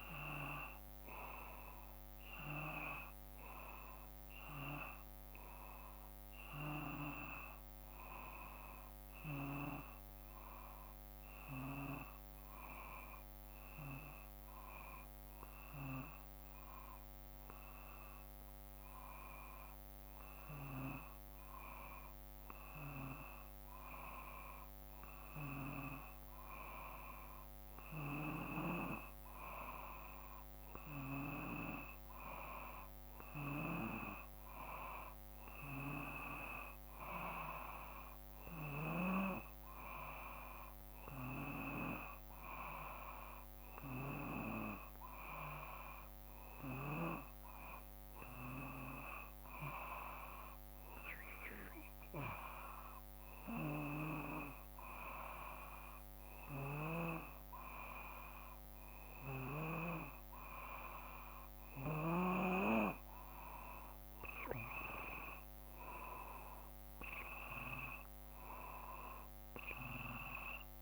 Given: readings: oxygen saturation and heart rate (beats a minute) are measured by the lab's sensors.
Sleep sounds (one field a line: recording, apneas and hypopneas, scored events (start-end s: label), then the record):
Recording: breathing in sleep by a microphone on the trachea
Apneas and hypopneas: 2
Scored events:
11.00-23.50 s: obstructive apnea (oxygen 94% before, 93% lowest, heart rate 56 before, 54 extreme, up 0 after)
26.50-31.00 s: arousal
47.00-62.50 s: hypopnea (oxygen 95% before, 92% lowest, heart rate 54 before, 54 extreme, up 2 after)
64.50-68.00 s: arousal
65.00-70.82 s: drop in pulse transit time (device-marked, heart rate 54 before, 55 extreme)
From the record:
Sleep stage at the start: N2 (light sleep)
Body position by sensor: on the back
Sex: male